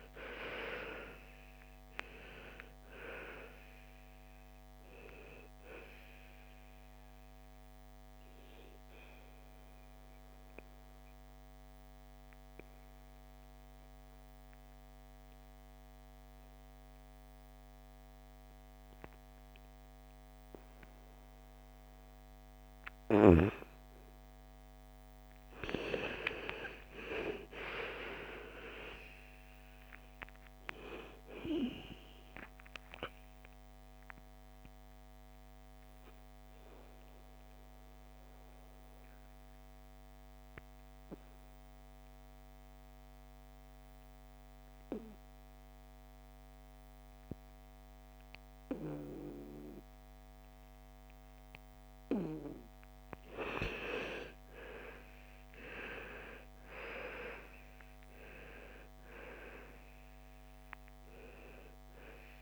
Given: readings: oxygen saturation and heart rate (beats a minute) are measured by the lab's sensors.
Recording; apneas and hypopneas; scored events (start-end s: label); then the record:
breathing in sleep by a microphone on the trachea; 2
0.00-3.00 s: arousal
1.50-18.50 s: oxygen desaturation (device-marked, oxygen 97% before, 85% lowest, heart rate 57 before, 55 extreme)
7.50-22.50 s: obstructive apnea (oxygen 98% before, 83% lowest, heart rate 60 before, 54 extreme, up 9 after)
24.50-28.50 s: arousal
32.50-49.50 s: oxygen desaturation (device-marked, oxygen 99% before, 91% lowest, heart rate 59 before, 54 extreme)
34.00-51.50 s: obstructive apnea (oxygen 99% before, 83% lowest, heart rate 60 before, 54 extreme, up 9 after)
54.00-58.00 s: arousal
55.50-62.42 s: oxygen desaturation (device-marked, oxygen 99% before, 83% lowest, heart rate 57 before, 55 extreme)
From the record:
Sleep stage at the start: N2 (light sleep); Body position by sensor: on the back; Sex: female